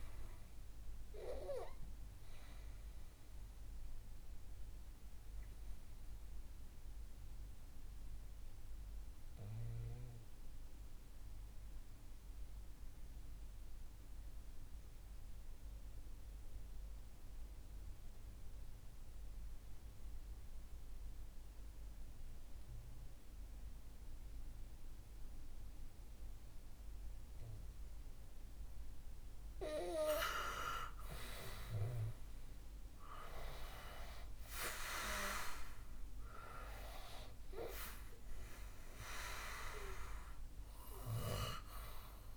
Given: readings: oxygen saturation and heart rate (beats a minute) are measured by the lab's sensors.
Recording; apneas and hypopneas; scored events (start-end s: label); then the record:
breathing in sleep by a room microphone; 1
0.00-19.00 s: oxygen desaturation (device-marked, oxygen 89% lowest, heart rate 58 extreme)
2.00-28.00 s: mixed apnea (oxygen 98% before, 89% lowest, heart rate 64 before, 58 extreme, up 1 after)
31.50-35.50 s: arousal
From the record:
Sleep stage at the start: N2 (light sleep); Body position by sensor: on the back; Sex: male